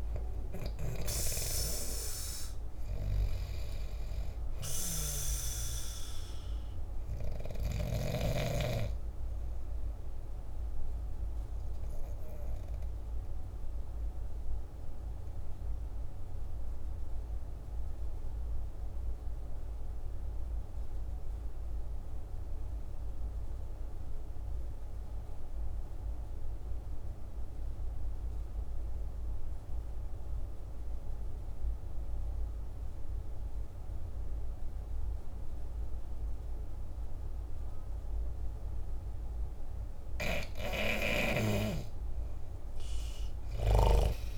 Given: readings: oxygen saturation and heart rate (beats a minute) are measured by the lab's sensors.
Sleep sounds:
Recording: breathing in sleep by a room microphone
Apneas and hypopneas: 1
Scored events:
0.00-22.00 s: oxygen desaturation (device-marked, oxygen 88% lowest, heart rate 48 extreme)
12.00-40.00 s: obstructive apnea (oxygen 99% before, 85% lowest, heart rate 55 before, 48 extreme, up 11 after)
34.00-44.37 s: oxygen desaturation (device-marked, oxygen 99% before, 85% lowest, heart rate 48 before, 48 extreme)
42.00-44.37 s: arousal
From the record:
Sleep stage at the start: N2 (light sleep)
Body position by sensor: on the back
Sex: male

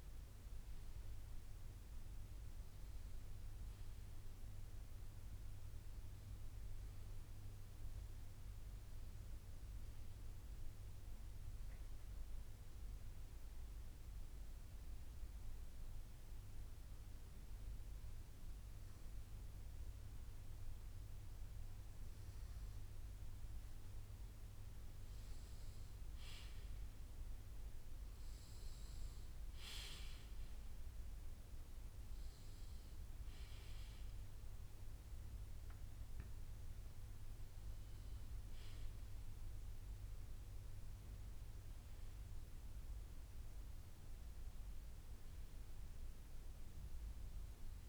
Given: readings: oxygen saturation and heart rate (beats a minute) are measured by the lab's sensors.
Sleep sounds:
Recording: breathing in sleep, hard to hear, by a room microphone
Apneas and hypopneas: 1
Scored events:
0.00-25.00 s: bradycardia (device-marked, heart rate 54 extreme)
13.50-24.00 s: obstructive apnea (oxygen 95% before, 92% lowest, heart rate 58 before, 57 extreme, up 5 after)
30.50-35.50 s: arousal
34.00-36.00 s: bradycardia (device-marked, heart rate 60 before, 60 extreme)
40.00-46.00 s: bradycardia (device-marked, heart rate 60 before, 59 extreme)
From the record:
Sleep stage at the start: N1 (lightest sleep)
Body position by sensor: on the left side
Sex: male

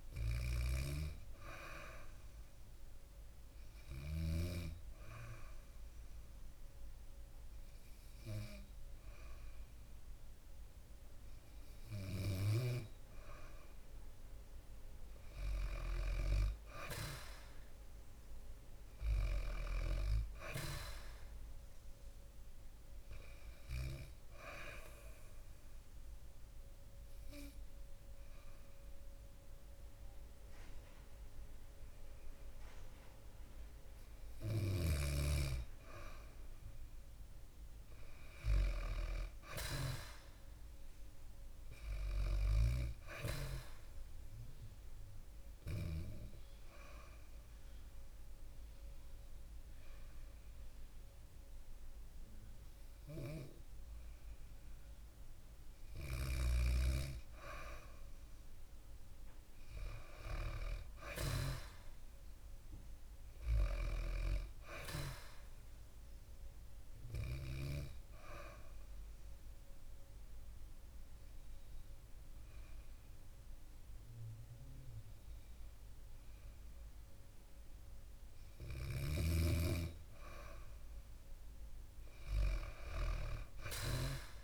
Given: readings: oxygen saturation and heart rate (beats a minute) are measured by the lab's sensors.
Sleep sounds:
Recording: breathing in sleep by a room microphone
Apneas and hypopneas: 4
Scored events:
0.00-3.50 s: snoring (device-marked)
0.00-14.00 s: oxygen desaturation (device-marked, oxygen 94% lowest, heart rate 62 extreme)
2.00-13.00 s: hypopnea (oxygen 97% before, 94% lowest, heart rate 65 before, 63 extreme, up 2 after)
16.00-20.00 s: arousal
24.00-34.50 s: obstructive apnea (oxygen 97% before, 94% lowest, heart rate 64 before, 62 extreme, up 1 after)
35.50-38.50 s: arousal
44.50-54.50 s: hypopnea (oxygen 97% before, 94% lowest, heart rate 64 before, 60 extreme, up 1 after)
60.00-64.00 s: arousal
67.00-78.50 s: obstructive apnea (oxygen 98% before, 94% lowest, heart rate 65 before, 60 extreme, up 3 after)
81.50-84.44 s: arousal
From the record:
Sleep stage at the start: N2 (light sleep)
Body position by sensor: on the back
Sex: female

